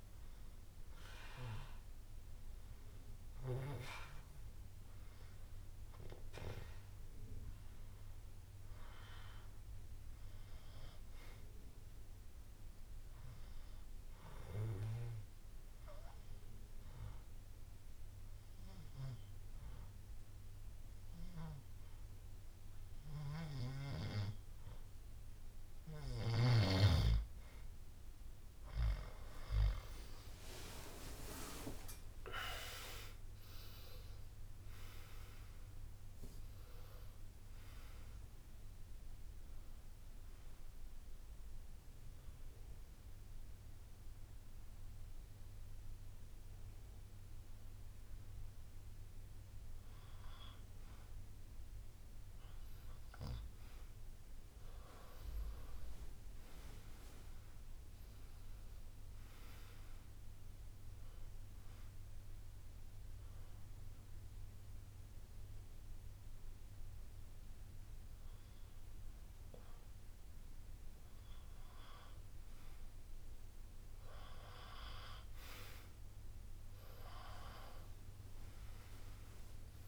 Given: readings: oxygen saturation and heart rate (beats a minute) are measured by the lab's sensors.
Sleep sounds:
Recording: breathing in sleep by a room microphone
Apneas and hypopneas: 3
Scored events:
16.50-27.50 s: obstructive apnea (oxygen 96% before, 89% lowest, heart rate 62 before, 60 extreme, up 41 after)
30.00-32.00 s: long interval between heartbeats (device-marked, heart rate 62 before, 70 extreme)
30.00-35.50 s: arousal
31.50-44.50 s: drop in pulse transit time (device-marked, heart rate 63 before, 62 extreme)
31.50-55.50 s: oxygen desaturation (device-marked, oxygen 95% before, 89% lowest, heart rate 63 before, 60 extreme)
40.00-51.00 s: hypopnea (oxygen 95% before, 89% lowest, heart rate 75 before, 60 extreme, up 9 after)
54.00-58.00 s: arousal
63.50-73.50 s: hypopnea (oxygen 98% before, 94% lowest, heart rate 64 before, 61 extreme, up 3 after)
76.00-79.88 s: arousal
From the record:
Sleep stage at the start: N2 (light sleep)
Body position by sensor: on the back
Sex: male

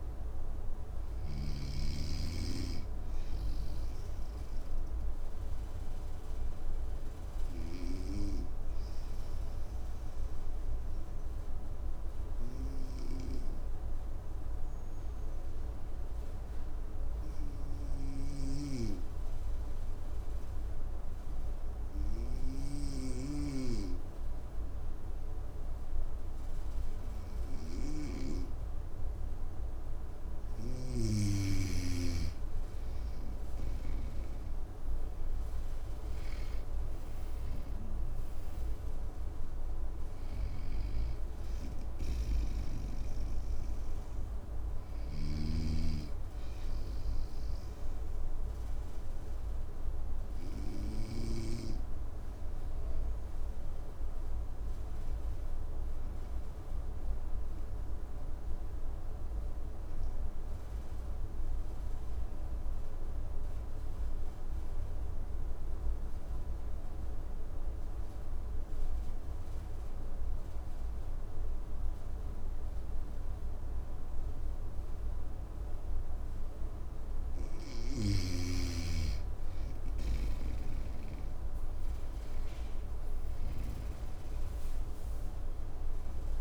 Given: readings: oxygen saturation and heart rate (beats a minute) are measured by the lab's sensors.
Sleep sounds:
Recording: breathing in sleep by a room microphone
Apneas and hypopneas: 2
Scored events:
0.00-7.00 s: oxygen desaturation (device-marked, oxygen 94% lowest, heart rate 54 extreme)
2.50-29.00 s: obstructive apnea (oxygen 99% before, 94% lowest, heart rate 62 before, 54 extreme, up 11 after)
32.00-37.00 s: arousal
41.50-45.00 s: snoring (device-marked)
47.50-77.00 s: obstructive apnea (oxygen 99% before, 93% lowest, heart rate 61 before, 54 extreme, up 12 after)
78.00-86.41 s: oxygen desaturation (device-marked, oxygen 99% before, 93% lowest, heart rate 55 before, 54 extreme)
79.50-83.00 s: arousal
From the record:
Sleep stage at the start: N2 (light sleep)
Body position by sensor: on the right side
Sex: male

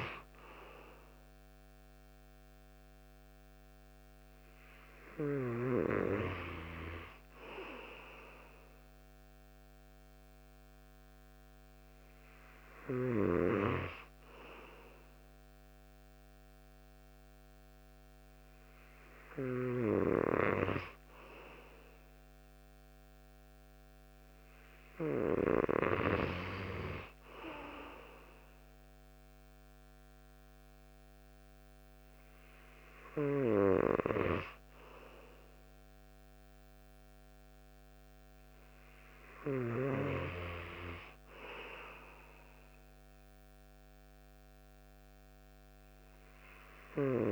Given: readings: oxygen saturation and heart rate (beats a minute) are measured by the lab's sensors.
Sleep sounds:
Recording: breathing in sleep by a microphone on the trachea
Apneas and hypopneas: none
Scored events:
none scored
From the record:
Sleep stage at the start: N2 (light sleep)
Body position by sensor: on the right side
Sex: male

